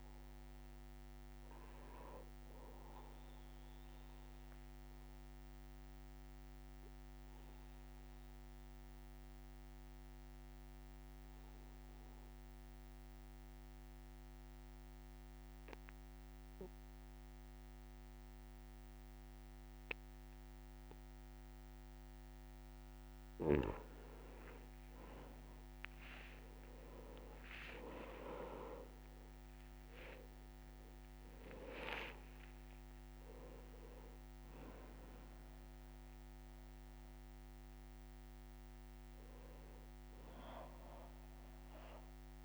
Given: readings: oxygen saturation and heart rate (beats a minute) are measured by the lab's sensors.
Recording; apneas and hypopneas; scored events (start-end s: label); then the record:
breathing in sleep by a microphone on the trachea; 1
0.00-13.50 s: oxygen desaturation (device-marked, oxygen 94% lowest, heart rate 60 extreme)
4.50-23.00 s: obstructive apnea (oxygen 99% before, 92% lowest, heart rate 62 before, 60 extreme, up 23 after)
23.50-42.45 s: new sleep stage, N1 (lightest sleep)
26.00-31.50 s: arousal
26.50-42.45 s: oxygen desaturation (device-marked, oxygen 98% before, 92% lowest, heart rate 61 before, 60 extreme)
28.00-30.00 s: long interval between heartbeats (device-marked, heart rate 62 before, 82 extreme)
From the record:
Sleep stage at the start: N2 (light sleep); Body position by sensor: on the back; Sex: male